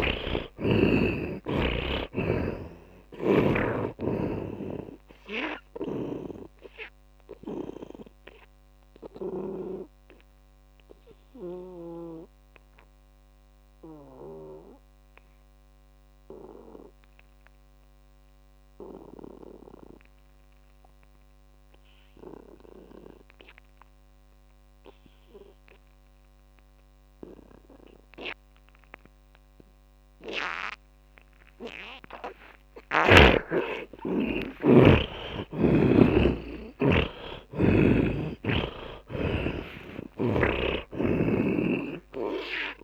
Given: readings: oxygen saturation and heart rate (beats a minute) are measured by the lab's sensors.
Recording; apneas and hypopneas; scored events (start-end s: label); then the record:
breathing in sleep by a microphone on the trachea; 1
0.00-2.50 s: arousal
0.00-23.50 s: oxygen desaturation (device-marked, oxygen 79% lowest)
2.50-10.00 s: snoring (device-marked)
9.00-33.00 s: obstructive apnea (oxygen 100% before, 77% lowest)
30.50-35.50 s: oxygen desaturation (device-marked, oxygen 100% before, 94% lowest)
34.50-40.00 s: arousal
37.50-42.84 s: oxygen desaturation (device-marked, oxygen 100% before, 78% lowest)
From the record:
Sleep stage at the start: N2 (light sleep); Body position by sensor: on the back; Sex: male